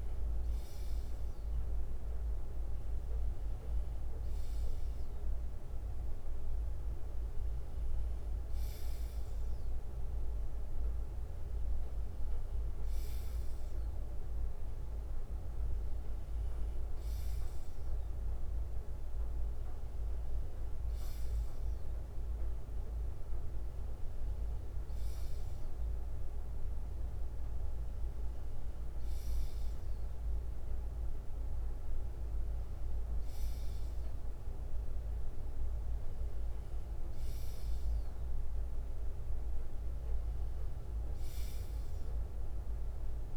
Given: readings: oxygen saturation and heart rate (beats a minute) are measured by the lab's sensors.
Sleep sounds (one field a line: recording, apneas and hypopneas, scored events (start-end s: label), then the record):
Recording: breathing in sleep, hard to hear, by a room microphone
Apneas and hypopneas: none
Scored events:
0.00-9.00 s: bradycardia (device-marked, heart rate 57 extreme)
27.00-36.00 s: bradycardia (device-marked, heart rate 61 before, 58 extreme)
38.00-43.37 s: bradycardia (device-marked, heart rate 61 before, 58 extreme)
From the record:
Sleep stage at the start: N2 (light sleep)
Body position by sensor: on the left side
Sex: male